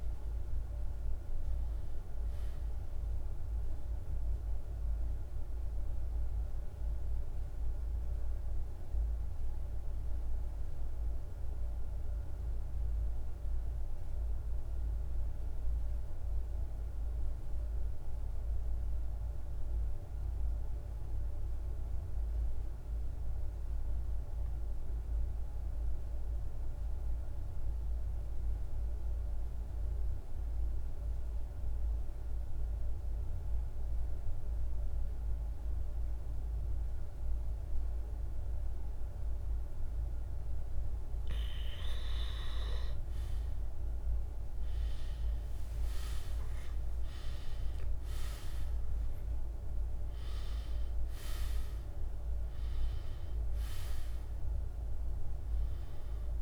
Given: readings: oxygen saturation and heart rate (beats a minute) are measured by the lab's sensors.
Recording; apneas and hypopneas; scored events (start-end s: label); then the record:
breathing in sleep, hard to hear, by a room microphone; 1
0.00-14.00 s: oxygen desaturation (device-marked, oxygen 86% lowest, heart rate 48 extreme)
7.50-39.50 s: mixed apnea (oxygen 98% before, 86% lowest, heart rate 54 before, 48 extreme, up 5 after)
32.00-56.42 s: oxygen desaturation (device-marked, oxygen 99% before, 87% lowest, heart rate 50 before, 47 extreme)
42.50-46.50 s: arousal
From the record:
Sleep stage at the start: N2 (light sleep); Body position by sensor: on the back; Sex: male